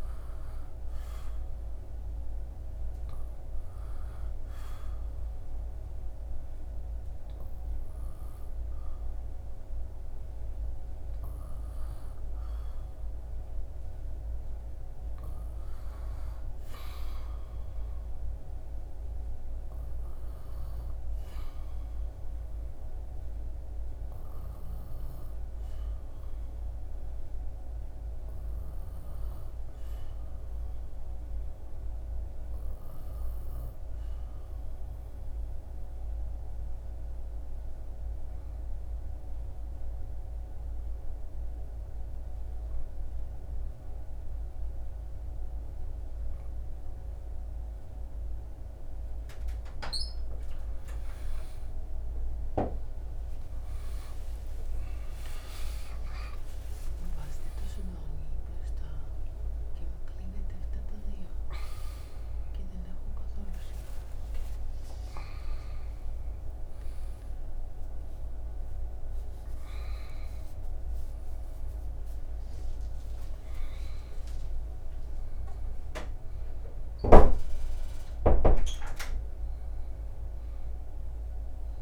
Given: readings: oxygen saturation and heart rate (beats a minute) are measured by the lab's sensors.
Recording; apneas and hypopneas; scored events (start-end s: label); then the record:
breathing in sleep, hard to hear, by a room microphone; 2
0.50-16.50 s: oxygen desaturation (device-marked, oxygen 99% before, 96% lowest, heart rate 81 before, 77 extreme)
2.50-14.00 s: hypopnea (oxygen 99% before, 88% lowest, heart rate 80 before, 77 extreme, up 2 after)
17.50-21.50 s: arousal
29.00-49.00 s: obstructive apnea (oxygen 99% before, 88% lowest, heart rate 78 before, 65 extreme, up 18 after)
61.50-81.82 s: new sleep stage, awake
63.50-74.50 s: oxygen desaturation (device-marked, oxygen 93% before, 88% lowest, heart rate 75 before, 81 extreme)
From the record:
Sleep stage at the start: N2 (light sleep); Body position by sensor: on the back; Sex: male